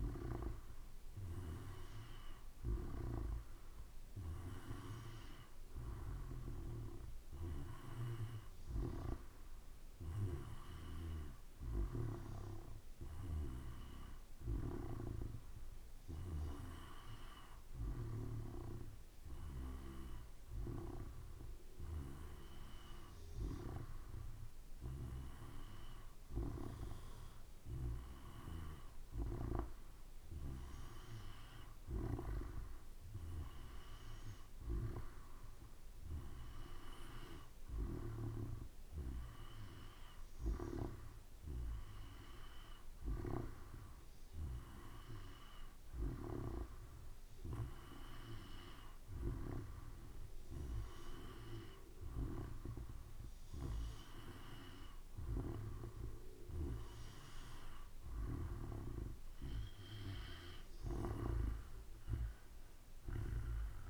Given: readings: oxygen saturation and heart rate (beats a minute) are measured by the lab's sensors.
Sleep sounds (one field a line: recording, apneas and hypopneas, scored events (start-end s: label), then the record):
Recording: breathing in sleep by a room microphone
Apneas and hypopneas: none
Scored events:
none scored
From the record:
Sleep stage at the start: N2 (light sleep)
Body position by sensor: on the back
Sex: male